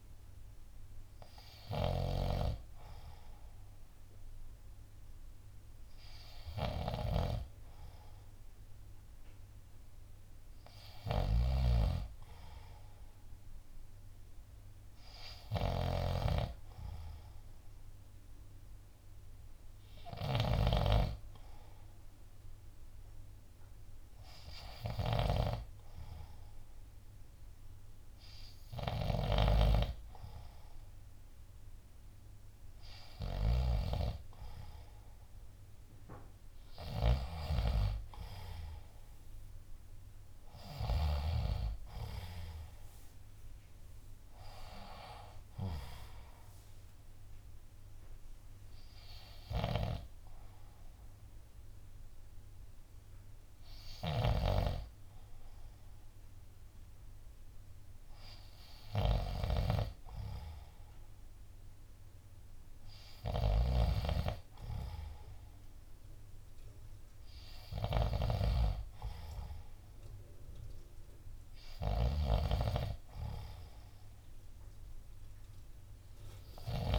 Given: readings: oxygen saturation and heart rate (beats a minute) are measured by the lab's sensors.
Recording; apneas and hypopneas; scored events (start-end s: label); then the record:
breathing in sleep by a room microphone; none
0.00-41.50 s: snoring (device-marked)
6.50-19.50 s: oxygen desaturation (device-marked, oxygen 93% before, 88% lowest, heart rate 68 before, 65 extreme)
35.50-49.50 s: drop in pulse transit time (device-marked, heart rate 67 before, 67 extreme)
54.00-76.98 s: snoring (device-marked)
68.50-76.98 s: oxygen desaturation (device-marked, oxygen 95% before, 89% lowest, heart rate 68 before, 64 extreme)
From the record:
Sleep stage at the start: N2 (light sleep); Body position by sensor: on the left side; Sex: male